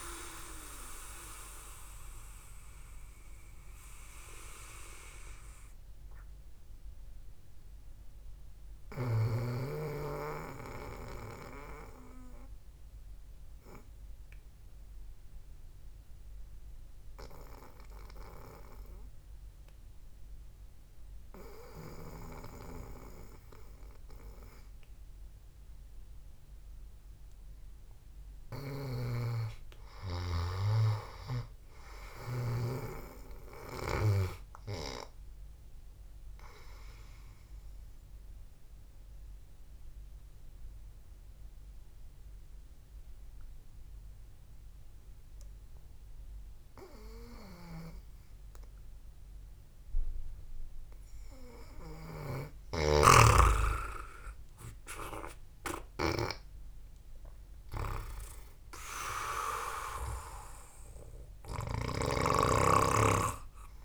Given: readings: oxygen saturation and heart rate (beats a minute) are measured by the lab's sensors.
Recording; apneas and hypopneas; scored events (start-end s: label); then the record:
breathing in sleep by a room microphone; 2
0.00-9.00 s: oxygen desaturation (device-marked, oxygen 93% lowest, heart rate 58 extreme)
14.00-29.00 s: obstructive apnea (oxygen 98% before, 92% lowest, heart rate 63 before, 58 extreme, up 7 after)
29.50-33.50 s: snoring (device-marked)
31.00-35.00 s: arousal
39.00-44.00 s: oxygen desaturation (device-marked, oxygen 98% before, 94% lowest, heart rate 70 before, 64 extreme)
40.00-53.50 s: hypopnea (oxygen 99% before, 92% lowest, heart rate 69 before, 64 extreme, up 3 after)
55.00-58.50 s: arousal
58.00-63.85 s: oxygen desaturation (device-marked, oxygen 97% before, 93% lowest, heart rate 66 before, 62 extreme)
From the record:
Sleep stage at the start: N2 (light sleep); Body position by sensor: on the back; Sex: male